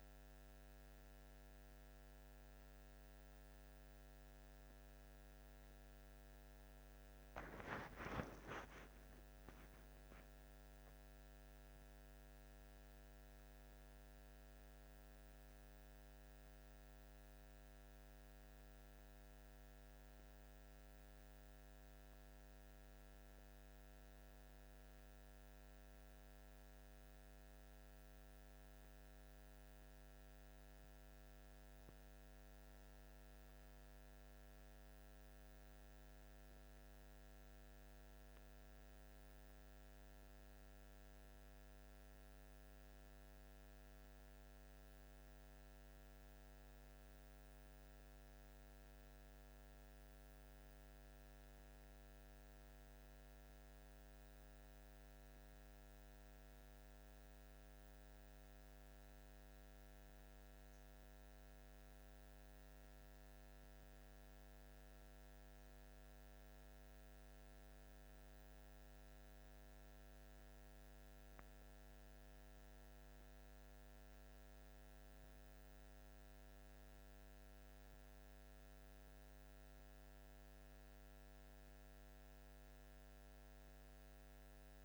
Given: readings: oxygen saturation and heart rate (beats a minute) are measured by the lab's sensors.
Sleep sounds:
a person awake in a sleep study, hard to hear, by a microphone on the trachea; none
none scored
From the record:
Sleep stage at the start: awake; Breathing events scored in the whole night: 186 in 5.5 hours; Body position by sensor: on the back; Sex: male

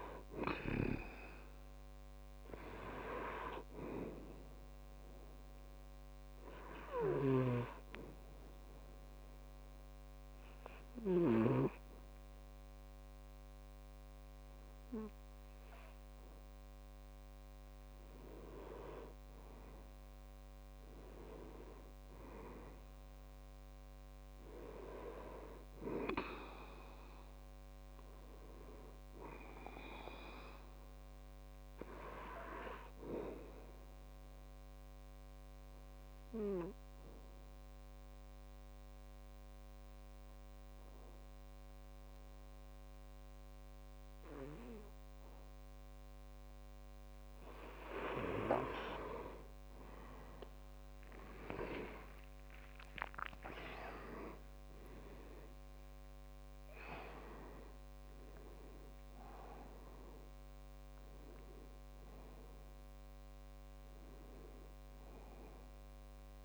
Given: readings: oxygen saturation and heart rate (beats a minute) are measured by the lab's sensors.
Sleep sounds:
breathing in sleep by a microphone on the trachea; 2
0.00-19.50 s: oxygen desaturation (device-marked, oxygen 90% lowest, heart rate 62 extreme)
5.50-18.50 s: obstructive apnea (oxygen 98% before, 90% lowest, heart rate 69 before, 62 extreme, up 2 after)
21.00-24.00 s: arousal
33.00-48.00 s: obstructive apnea (oxygen 98% before, 91% lowest, heart rate 66 before, 62 extreme, up 11 after)
50.00-54.50 s: arousal
54.50-66.45 s: oxygen desaturation (device-marked, oxygen 97% before, 91% lowest, heart rate 65 before, 62 extreme)
From the record:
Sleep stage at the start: N2 (light sleep); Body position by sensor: on the back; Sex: male

